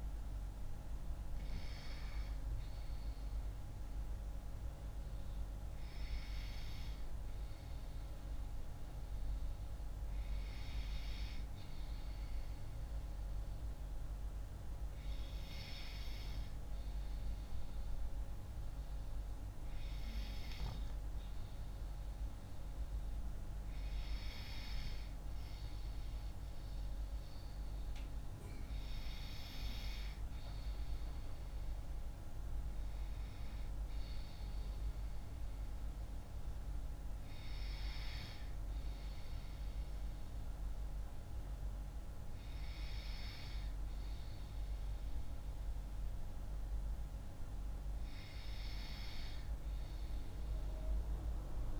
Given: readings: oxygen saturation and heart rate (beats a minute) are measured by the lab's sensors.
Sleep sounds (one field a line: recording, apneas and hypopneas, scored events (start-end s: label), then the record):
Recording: breathing in sleep, hard to hear, by a room microphone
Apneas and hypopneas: 1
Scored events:
13.00-26.00 s: hypopnea (oxygen 97% before, 95% lowest)
30.00-33.50 s: arousal
From the record:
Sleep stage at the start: N2 (light sleep)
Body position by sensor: on the left side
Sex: female